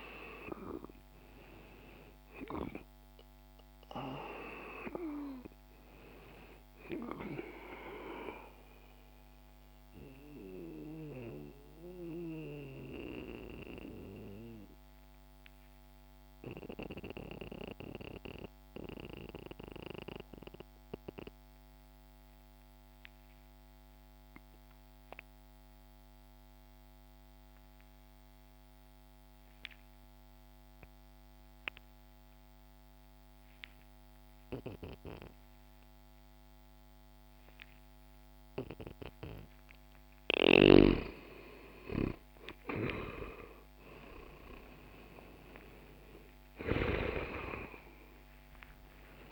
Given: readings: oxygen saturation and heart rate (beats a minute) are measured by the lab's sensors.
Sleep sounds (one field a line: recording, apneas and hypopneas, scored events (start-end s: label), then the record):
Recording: breathing in sleep by a microphone on the trachea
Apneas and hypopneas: 1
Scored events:
0.00-29.00 s: oxygen desaturation (device-marked, oxygen 85% lowest, heart rate 61 extreme)
8.50-39.50 s: mixed apnea (oxygen 98% before, 85% lowest, heart rate 66 before, 61 extreme, up 6 after)
40.50-45.00 s: arousal
43.00-49.32 s: oxygen desaturation (device-marked, oxygen 96% before, 89% lowest, heart rate 64 before, 60 extreme)
From the record:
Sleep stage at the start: N2 (light sleep)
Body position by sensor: on the back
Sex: male